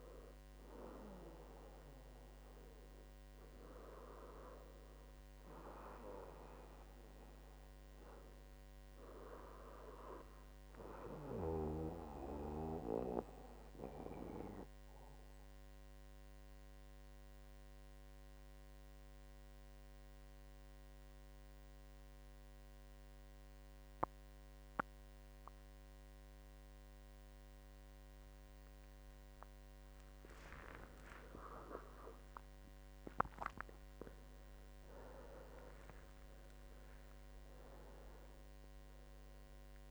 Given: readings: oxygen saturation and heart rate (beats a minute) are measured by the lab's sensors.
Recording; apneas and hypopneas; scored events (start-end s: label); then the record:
breathing in sleep by a microphone on the trachea; 1
0.00-7.00 s: oxygen desaturation (device-marked, oxygen 90% lowest, heart rate 64 extreme)
12.00-30.00 s: mixed apnea (oxygen 98% before, 89% lowest, heart rate 77 before, 64 extreme, up 17 after)
31.00-39.90 s: oxygen desaturation (device-marked, oxygen 97% before, 90% lowest, heart rate 67 before, 65 extreme)
31.50-34.50 s: arousal
33.00-35.00 s: long interval between heartbeats (device-marked, heart rate 67 before, 74 extreme)
From the record:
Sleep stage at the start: N2 (light sleep); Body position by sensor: on the back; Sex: male